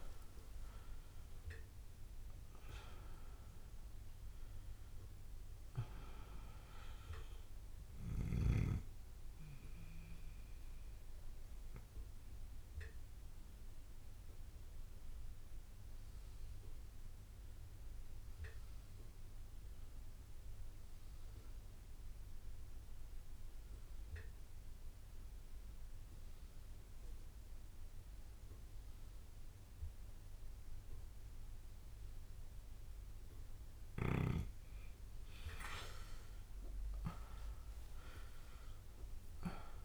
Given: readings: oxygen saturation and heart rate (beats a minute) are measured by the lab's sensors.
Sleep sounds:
breathing in sleep by a room microphone; 1
0.00-3.00 s: arousal
0.00-19.50 s: bradycardia (device-marked)
0.00-28.50 s: oxygen desaturation (device-marked, oxygen 92% lowest)
10.50-32.50 s: obstructive apnea (oxygen 99% before, 90% lowest)
37.00-39.85 s: arousal
From the record:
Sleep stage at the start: N2 (light sleep); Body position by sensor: on the back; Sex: male

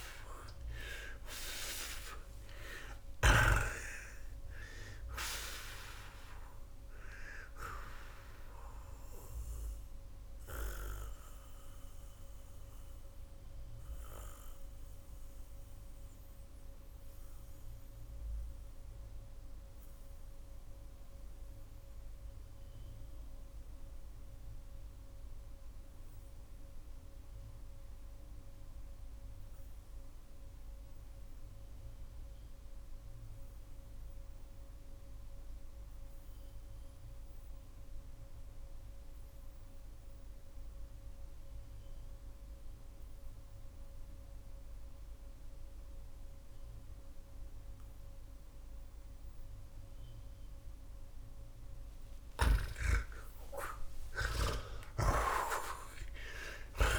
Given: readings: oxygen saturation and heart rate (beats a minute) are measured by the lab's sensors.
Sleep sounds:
breathing in sleep by a room microphone; 1
0.00-3.50 s: snoring (device-marked)
10.50-50.00 s: mixed apnea (oxygen 96% before, 78% lowest)
25.50-45.50 s: oxygen desaturation (device-marked, oxygen 93% before, 82% lowest)
54.00-56.98 s: arousal
54.50-56.98 s: snoring (device-marked)
From the record:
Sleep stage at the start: REM sleep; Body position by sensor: on the back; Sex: male

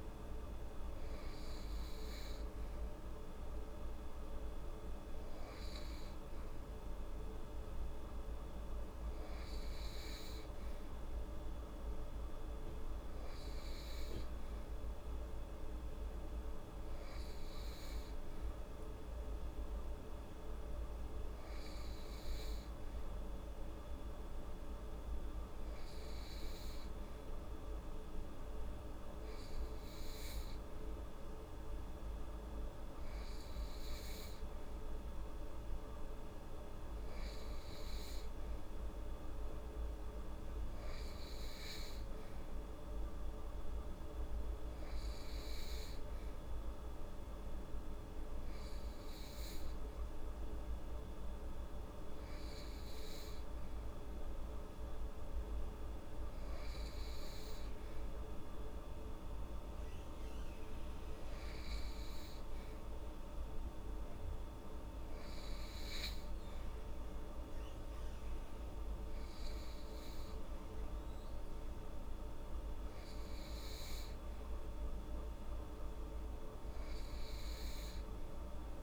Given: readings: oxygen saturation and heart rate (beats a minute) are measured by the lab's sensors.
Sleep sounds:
breathing in sleep, hard to hear, by a room microphone; none
none scored
From the record:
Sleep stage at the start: N2 (light sleep); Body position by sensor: on the right side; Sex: female

